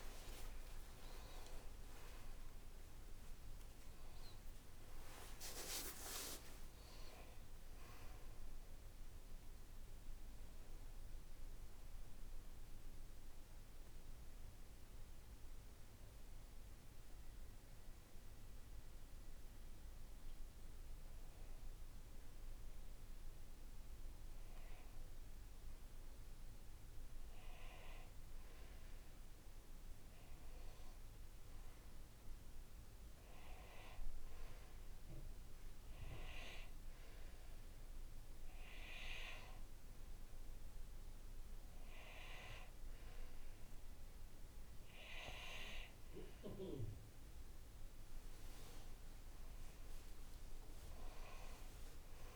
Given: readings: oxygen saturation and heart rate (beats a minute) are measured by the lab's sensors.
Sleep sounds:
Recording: breathing in sleep by a room microphone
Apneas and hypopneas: none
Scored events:
0.00-1.50 s: arousal
32.00-44.00 s: oxygen desaturation (device-marked, oxygen 96% before, 92% lowest, heart rate 57 before, 57 extreme)
48.00-52.36 s: arousal
From the record:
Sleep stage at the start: N2 (light sleep)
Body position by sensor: on the back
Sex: male

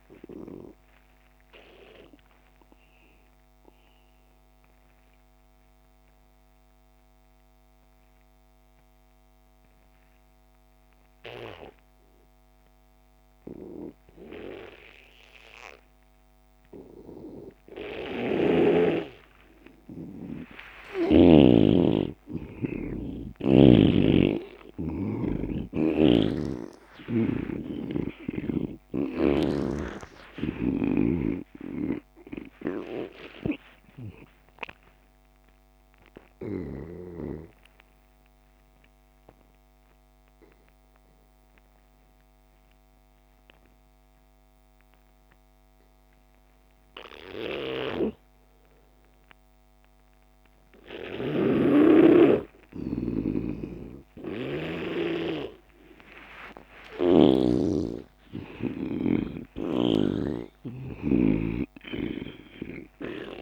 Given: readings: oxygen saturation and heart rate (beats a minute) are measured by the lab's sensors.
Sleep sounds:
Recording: breathing in sleep by a microphone on the trachea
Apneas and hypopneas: 2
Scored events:
0.00-11.50 s: oxygen desaturation (device-marked, oxygen 85% lowest)
1.50-21.00 s: obstructive apnea (oxygen 99% before, 86% lowest)
22.00-27.50 s: arousal
23.50-42.50 s: oxygen desaturation (device-marked, oxygen 98% before, 86% lowest)
38.00-53.00 s: obstructive apnea (oxygen 99% before, 86% lowest)
51.50-55.50 s: snoring (device-marked)
54.50-59.00 s: arousal
54.50-63.42 s: oxygen desaturation (device-marked, oxygen 99% before, 91% lowest)
From the record:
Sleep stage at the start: N2 (light sleep)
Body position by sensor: on the back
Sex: male

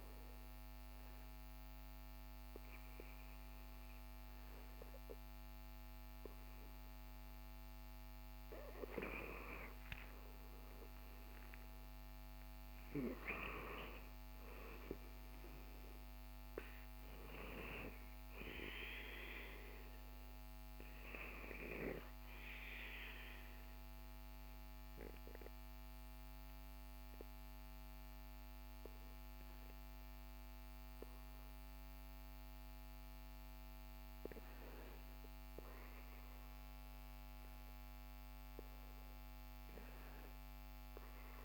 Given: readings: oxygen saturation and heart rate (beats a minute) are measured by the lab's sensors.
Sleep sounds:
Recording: breathing in sleep by a microphone on the trachea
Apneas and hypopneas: 1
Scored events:
22.50-33.00 s: obstructive apnea (oxygen 97% before, 94% lowest, heart rate 69 before, 68 extreme, up 0 after)
35.50-38.50 s: arousal
From the record:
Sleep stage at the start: REM sleep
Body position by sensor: on the back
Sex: male

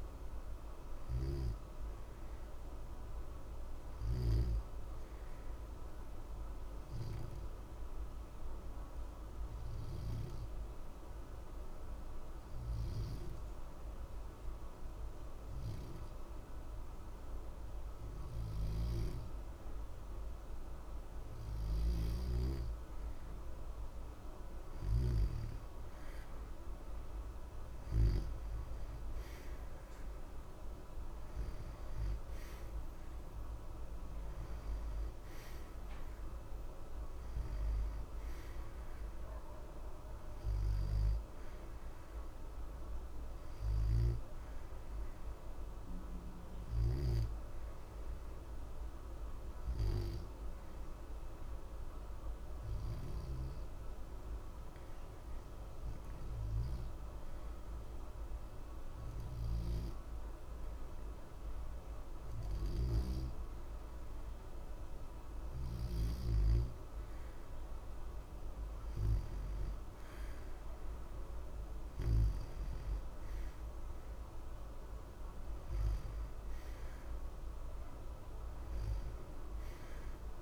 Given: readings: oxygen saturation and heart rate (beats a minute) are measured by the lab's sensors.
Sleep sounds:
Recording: breathing in sleep, hard to hear, by a room microphone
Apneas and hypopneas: 2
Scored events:
5.00-21.50 s: obstructive apnea (oxygen 92% before, 86% lowest, heart rate 60 before, 60 extreme, up 0 after)
23.00-26.50 s: arousal
44.50-59.50 s: oxygen desaturation (device-marked, oxygen 91% before, 86% lowest, heart rate 60 before, 60 extreme)
48.50-65.00 s: obstructive apnea (oxygen 91% before, 86% lowest, heart rate 60 before, 60 extreme, up 0 after)
67.50-70.50 s: arousal
From the record:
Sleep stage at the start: N2 (light sleep)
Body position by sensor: on the back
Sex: male

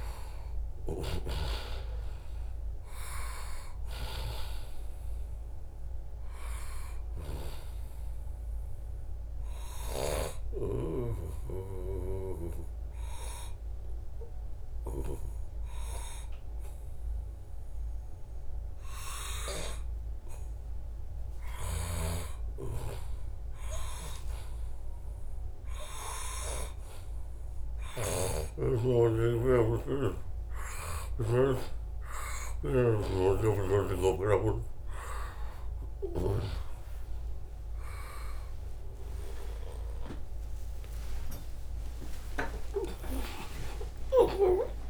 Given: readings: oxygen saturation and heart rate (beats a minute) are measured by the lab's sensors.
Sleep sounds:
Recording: a person awake in a sleep study, by a room microphone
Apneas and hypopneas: 1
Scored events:
0.00-10.50 s: snoring (device-marked)
0.00-13.50 s: oxygen desaturation (device-marked, oxygen 89% lowest, heart rate 75 extreme)
8.50-20.50 s: obstructive apnea (oxygen 95% before, 89% lowest, heart rate 78 before, 78 extreme)
19.50-44.90 s: new sleep stage, awake
27.50-31.00 s: snoring (device-marked)
From the record:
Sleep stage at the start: N2 (light sleep)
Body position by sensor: on the back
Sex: male

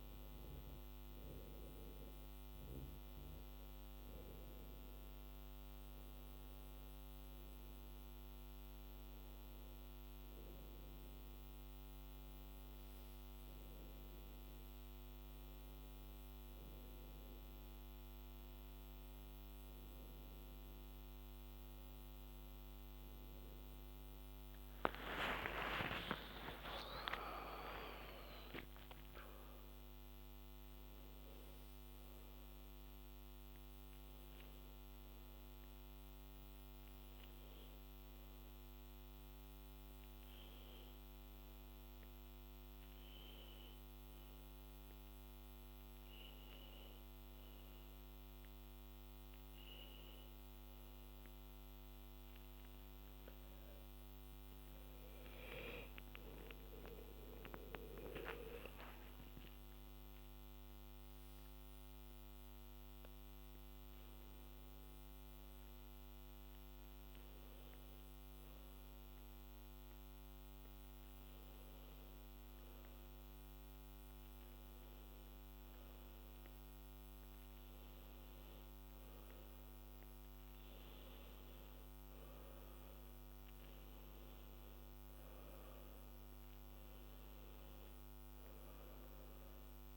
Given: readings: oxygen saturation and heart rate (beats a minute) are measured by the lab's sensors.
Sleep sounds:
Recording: breathing in sleep by a microphone on the trachea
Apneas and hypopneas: none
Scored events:
25.00-30.00 s: arousal
26.00-28.00 s: long interval between heartbeats (device-marked, heart rate 87 before, 94 extreme)
55.50-60.00 s: arousal
From the record:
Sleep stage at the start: N2 (light sleep)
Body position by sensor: on the back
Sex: female

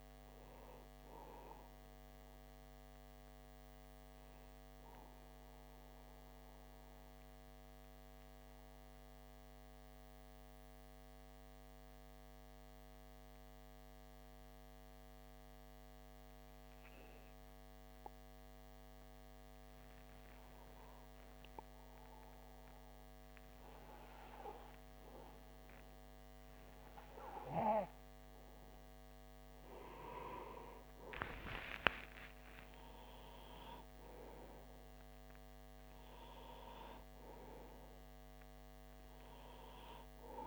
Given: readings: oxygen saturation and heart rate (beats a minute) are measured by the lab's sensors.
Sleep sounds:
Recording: breathing in sleep by a microphone on the trachea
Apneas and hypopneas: 1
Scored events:
1.50-27.50 s: mixed apnea (oxygen 97% before, 94% lowest)
28.50-33.00 s: arousal
From the record:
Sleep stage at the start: N2 (light sleep)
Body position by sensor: on the back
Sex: male

